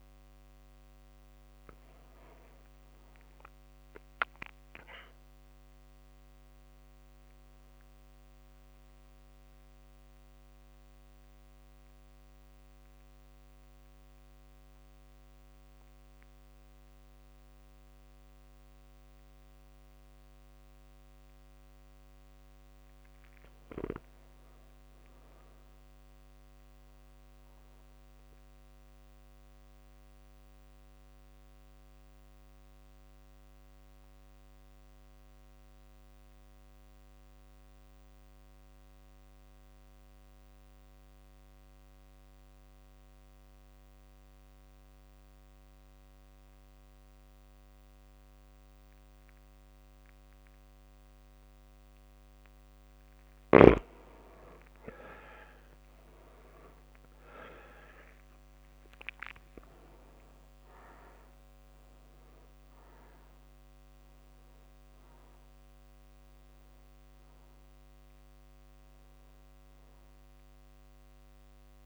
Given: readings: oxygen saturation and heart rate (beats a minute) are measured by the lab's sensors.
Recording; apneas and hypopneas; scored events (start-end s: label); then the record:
breathing in sleep by a microphone on the trachea; 2
0.00-15.50 s: oxygen desaturation (device-marked, oxygen 89% lowest)
8.00-20.50 s: central apnea (oxygen 98% before, 88% lowest)
22.00-25.00 s: arousal
27.50-52.00 s: mixed apnea (oxygen 100% before, 88% lowest)
56.00-59.00 s: arousal
64.50-71.86 s: oxygen desaturation (device-marked, oxygen 98% before, 88% lowest)
From the record:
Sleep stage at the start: N2 (light sleep); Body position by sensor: on the back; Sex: male